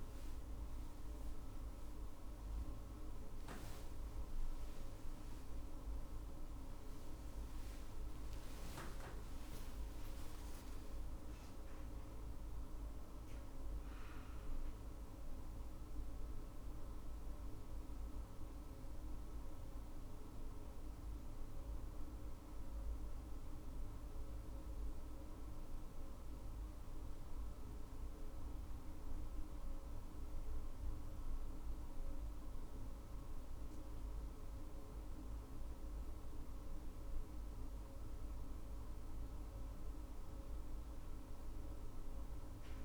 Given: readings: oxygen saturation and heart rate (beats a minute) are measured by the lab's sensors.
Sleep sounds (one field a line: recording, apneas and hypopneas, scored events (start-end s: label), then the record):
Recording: a person awake in a sleep study, hard to hear, by a room microphone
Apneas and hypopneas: none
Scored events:
26.00-42.85 s: new sleep stage, N1 (lightest sleep)
From the record:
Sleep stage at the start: awake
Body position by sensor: on the right side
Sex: female